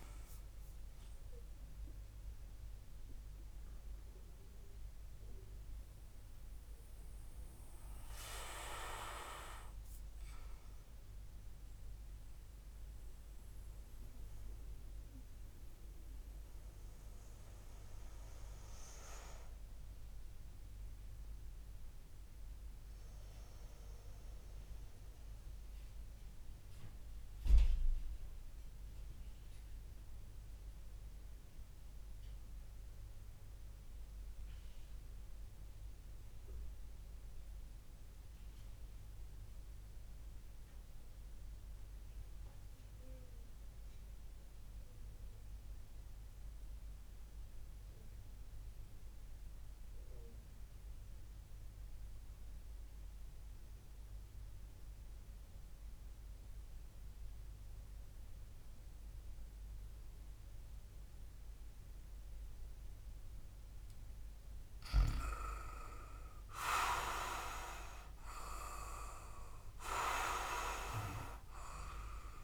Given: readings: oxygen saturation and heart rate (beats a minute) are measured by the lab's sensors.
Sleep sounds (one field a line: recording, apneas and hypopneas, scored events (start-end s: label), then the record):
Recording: breathing in sleep by a room microphone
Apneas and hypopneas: 1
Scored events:
14.00-63.50 s: obstructive apnea (oxygen 95% before, 93% lowest)
66.00-70.00 s: arousal
From the record:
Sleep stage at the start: REM sleep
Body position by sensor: on the back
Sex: male